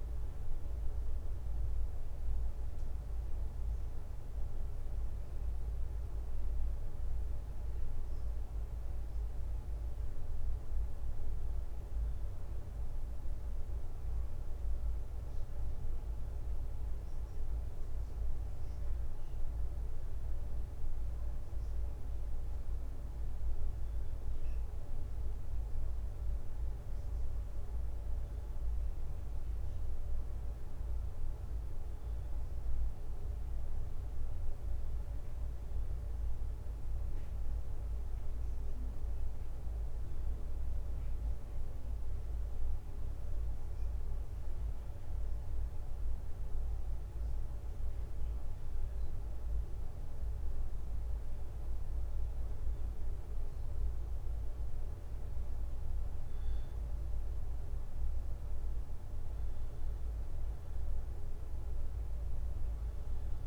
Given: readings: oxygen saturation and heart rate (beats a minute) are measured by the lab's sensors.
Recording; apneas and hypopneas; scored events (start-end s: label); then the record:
breathing in sleep, hard to hear, by a room microphone; none
0.00-1.50 s: arousal
54.00-63.47 s: new sleep stage, N2 (light sleep)
From the record:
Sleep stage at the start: N1 (lightest sleep); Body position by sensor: on the back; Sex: male